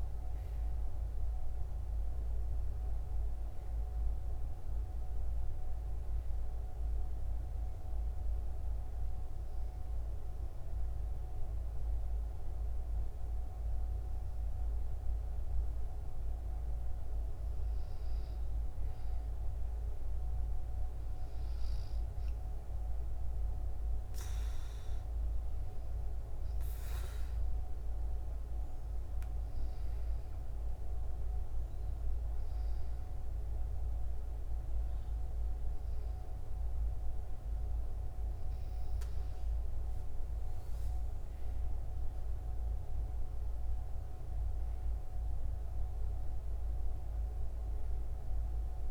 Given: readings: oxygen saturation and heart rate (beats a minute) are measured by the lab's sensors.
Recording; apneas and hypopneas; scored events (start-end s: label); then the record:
breathing in sleep, hard to hear, by a room microphone; 1
5.50-16.50 s: obstructive apnea (oxygen 97% before, 94% lowest, heart rate 74 before, 64 extreme, up 4 after)
19.50-22.00 s: arousal
42.50-47.00 s: arousal
From the record:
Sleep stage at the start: N2 (light sleep); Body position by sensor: on the back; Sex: female